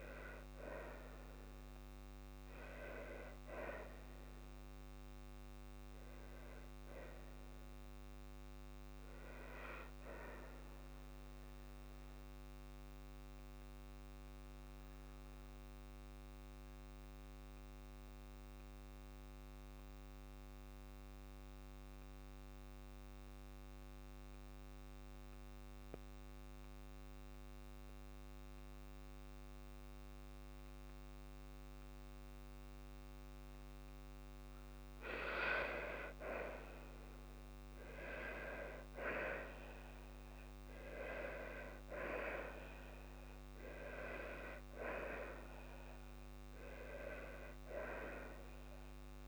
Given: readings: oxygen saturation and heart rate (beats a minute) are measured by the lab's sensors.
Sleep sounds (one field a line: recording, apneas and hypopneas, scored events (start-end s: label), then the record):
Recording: breathing in sleep by a microphone on the trachea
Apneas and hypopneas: 1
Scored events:
13.00-32.50 s: obstructive apnea (oxygen 98% before, 91% lowest, heart rate 65 before, 53 extreme, up 34 after)
21.00-34.00 s: oxygen desaturation (device-marked, oxygen 97% before, 91% lowest, heart rate 56 before, 56 extreme)
28.00-30.00 s: long interval between heartbeats (device-marked, heart rate 55 before, 73 extreme)
34.50-36.50 s: long interval between heartbeats (device-marked, heart rate 62 before, 75 extreme)
35.00-38.50 s: arousal
39.50-41.50 s: long interval between heartbeats (device-marked, heart rate 68 before, 79 extreme)
42.50-44.50 s: long interval between heartbeats (device-marked, heart rate 72 before, 77 extreme)
46.00-48.00 s: long interval between heartbeats (device-marked, heart rate 77 before, 79 extreme)
From the record:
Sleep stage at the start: N2 (light sleep)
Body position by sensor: on the left side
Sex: female